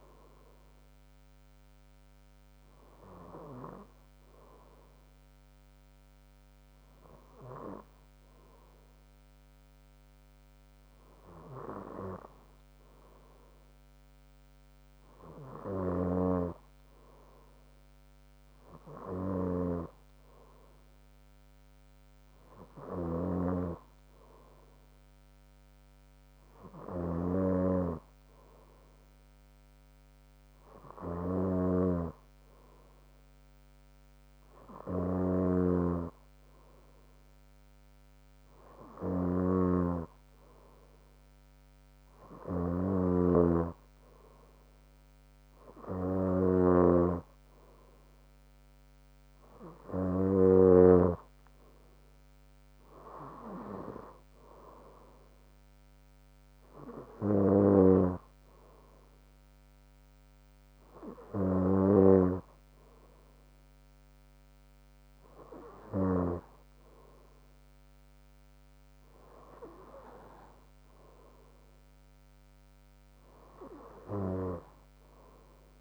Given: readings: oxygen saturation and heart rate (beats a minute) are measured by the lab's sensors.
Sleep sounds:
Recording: breathing in sleep by a microphone on the trachea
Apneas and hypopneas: none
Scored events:
0.00-2.00 s: bradycardia (device-marked, heart rate 57 extreme)
19.00-22.00 s: bradycardia (device-marked, heart rate 62 before, 61 extreme)
23.00-25.00 s: bradycardia (device-marked, heart rate 62 before, 59 extreme)
31.50-51.50 s: snoring (device-marked)
57.00-63.00 s: bradycardia (device-marked, heart rate 62 before, 58 extreme)
65.00-67.00 s: bradycardia (device-marked, heart rate 62 before, 59 extreme)
69.00-71.00 s: bradycardia (device-marked, heart rate 62 before, 59 extreme)
From the record:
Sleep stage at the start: N2 (light sleep)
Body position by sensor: on the front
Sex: female

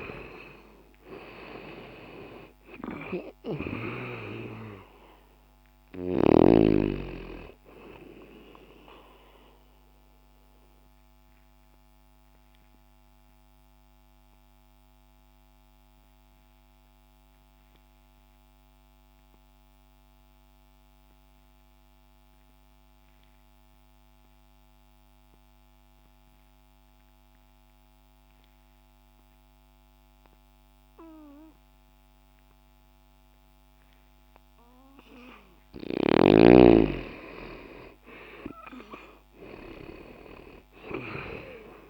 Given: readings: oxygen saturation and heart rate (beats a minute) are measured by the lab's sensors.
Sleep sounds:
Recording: breathing in sleep by a microphone on the trachea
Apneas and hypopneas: 1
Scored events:
9.00-35.50 s: obstructive apnea (oxygen 95% before, 86% lowest, heart rate 61 before, 60 extreme, up 0 after)
16.50-28.50 s: oxygen desaturation (device-marked, oxygen 94% before, 87% lowest, heart rate 61 before, 60 extreme)
38.00-41.90 s: arousal
From the record:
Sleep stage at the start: N2 (light sleep)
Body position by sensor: on the left side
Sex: male

